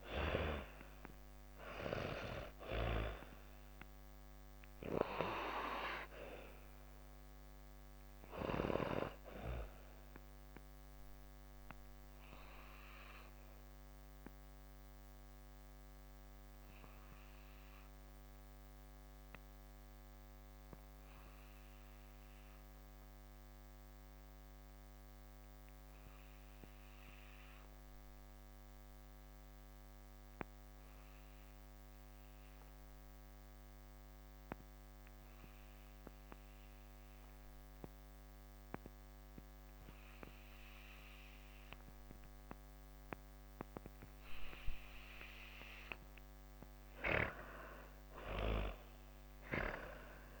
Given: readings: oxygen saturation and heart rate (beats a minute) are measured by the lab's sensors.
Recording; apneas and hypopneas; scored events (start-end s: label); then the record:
breathing in sleep by a microphone on the trachea; 1
0.00-23.50 s: oxygen desaturation (device-marked, oxygen 86% lowest)
9.50-44.50 s: obstructive apnea (oxygen 98% before, 83% lowest)
37.50-50.40 s: oxygen desaturation (device-marked, oxygen 99% before, 83% lowest)
46.50-50.40 s: arousal
From the record:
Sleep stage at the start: N2 (light sleep); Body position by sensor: on the back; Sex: female